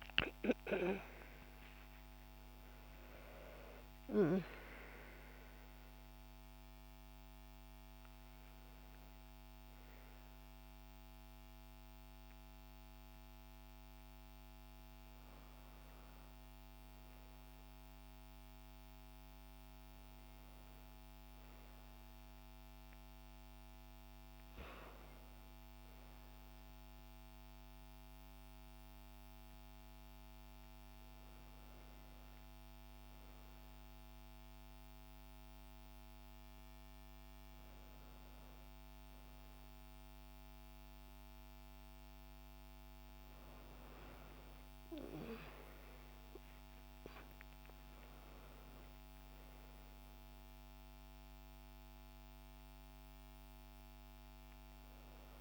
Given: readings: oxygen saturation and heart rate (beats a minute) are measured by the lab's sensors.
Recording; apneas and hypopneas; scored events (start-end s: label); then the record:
breathing in sleep by a microphone on the trachea; none
0.00-3.00 s: arousal
0.00-16.00 s: oxygen desaturation (device-marked, oxygen 93% lowest, heart rate 66 extreme)
3.00-55.41 s: new sleep stage, N1 (lightest sleep)
From the record:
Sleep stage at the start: N2 (light sleep); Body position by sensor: on the back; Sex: female